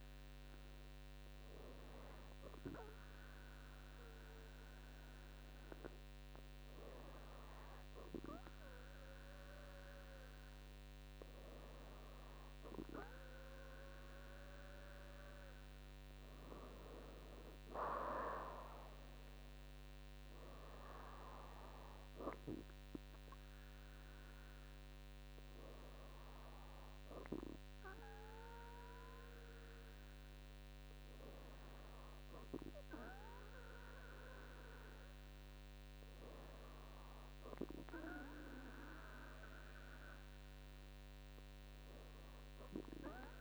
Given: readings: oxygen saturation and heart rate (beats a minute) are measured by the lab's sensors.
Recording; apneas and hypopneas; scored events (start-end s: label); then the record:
breathing in sleep by a microphone on the trachea; none
none scored
From the record:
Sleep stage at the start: N2 (light sleep); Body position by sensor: on the back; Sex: female